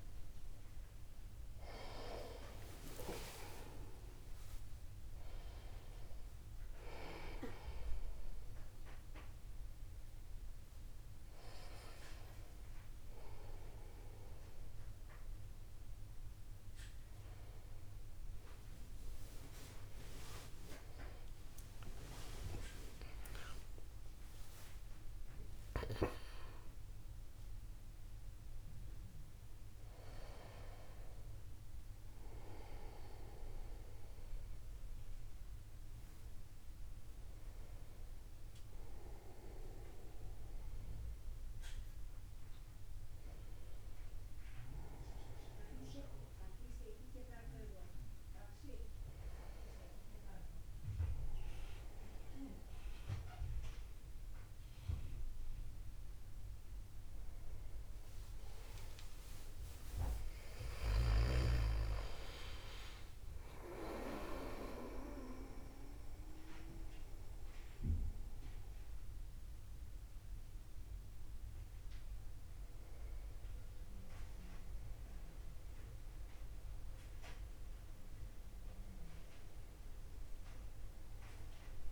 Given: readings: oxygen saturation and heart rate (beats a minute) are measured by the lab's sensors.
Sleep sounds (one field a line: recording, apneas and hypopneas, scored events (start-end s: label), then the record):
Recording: a person awake in a sleep study, by a room microphone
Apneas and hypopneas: none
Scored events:
4.00-6.00 s: long interval between heartbeats (device-marked, heart rate 165 before, 83 extreme)
8.50-10.50 s: long interval between heartbeats (device-marked, heart rate 137 before, 98 extreme)
21.50-23.50 s: long interval between heartbeats (device-marked, heart rate 76 before, 86 extreme)
23.50-25.50 s: long interval between heartbeats (device-marked, heart rate 76 before, 120 extreme)
62.00-64.00 s: long interval between heartbeats (device-marked, heart rate 51 before, 58 extreme)
64.00-66.00 s: long interval between heartbeats (device-marked, heart rate 52 before, 78 extreme)
67.50-69.50 s: long interval between heartbeats (device-marked, heart rate 57 before, 81 extreme)
73.50-75.50 s: long interval between heartbeats (device-marked, heart rate 63 before, 59 extreme)
74.50-81.92 s: new sleep stage, N1 (lightest sleep)
From the record:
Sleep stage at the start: awake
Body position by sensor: upright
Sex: male